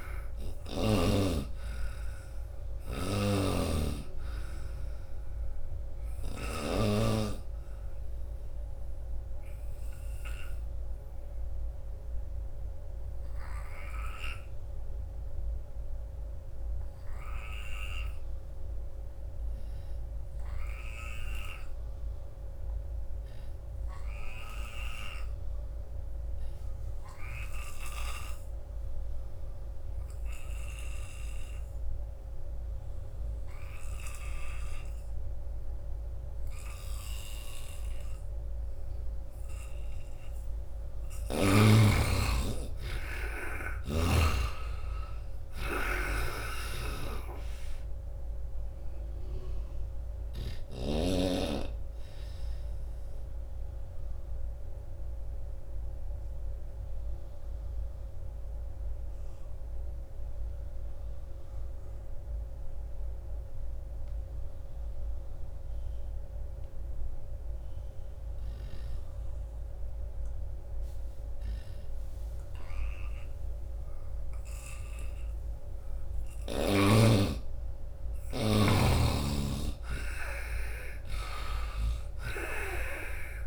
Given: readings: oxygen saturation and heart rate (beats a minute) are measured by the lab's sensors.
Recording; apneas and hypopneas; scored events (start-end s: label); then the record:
breathing in sleep by a room microphone; 2
0.00-16.00 s: oxygen desaturation (device-marked, oxygen 72% lowest, heart rate 68 extreme)
2.50-6.50 s: snoring (device-marked)
7.50-39.50 s: obstructive apnea (oxygen 93% before, 72% lowest, heart rate 89 before, 66 extreme, up 26 after)
27.00-67.00 s: oxygen desaturation (device-marked, oxygen 99% before, 74% lowest, heart rate 84 before, 66 extreme)
29.50-31.50 s: long interval between heartbeats (device-marked, heart rate 83 before, 90 extreme)
36.00-38.00 s: long interval between heartbeats (device-marked, heart rate 83 before, 73 extreme)
40.50-44.00 s: snoring (device-marked)
41.50-45.00 s: arousal
44.50-46.50 s: long interval between heartbeats (device-marked, heart rate 78 before, 79 extreme)
46.00-50.50 s: snoring (device-marked)
51.50-73.50 s: obstructive apnea (oxygen 97% before, 74% lowest, heart rate 81 before, 79 extreme, up 2 after)
74.00-83.47 s: oxygen desaturation (device-marked, oxygen 97% before, 77% lowest, heart rate 84 before, 78 extreme)
76.00-80.50 s: arousal
78.50-82.00 s: snoring (device-marked)
From the record:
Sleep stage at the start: N2 (light sleep); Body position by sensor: on the right side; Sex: male